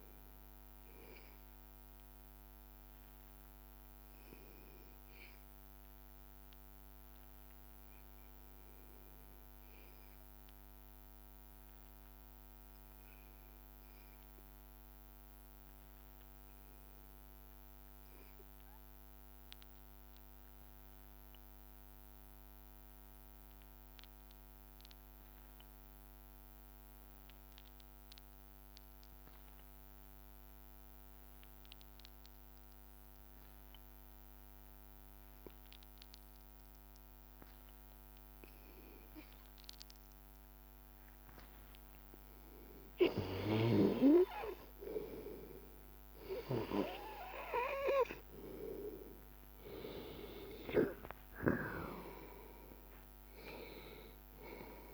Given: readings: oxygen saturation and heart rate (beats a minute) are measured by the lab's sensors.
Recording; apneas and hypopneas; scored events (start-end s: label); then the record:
breathing in sleep by a microphone on the trachea; 1
2.50-49.00 s: hypopnea (oxygen 97% before, 91% lowest, heart rate 84 before, 82 extreme, up 3 after)
27.50-54.94 s: oxygen desaturation (device-marked, oxygen 98% before, 91% lowest, heart rate 82 before, 81 extreme)
51.00-54.94 s: arousal
From the record:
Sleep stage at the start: N2 (light sleep); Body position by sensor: on the back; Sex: male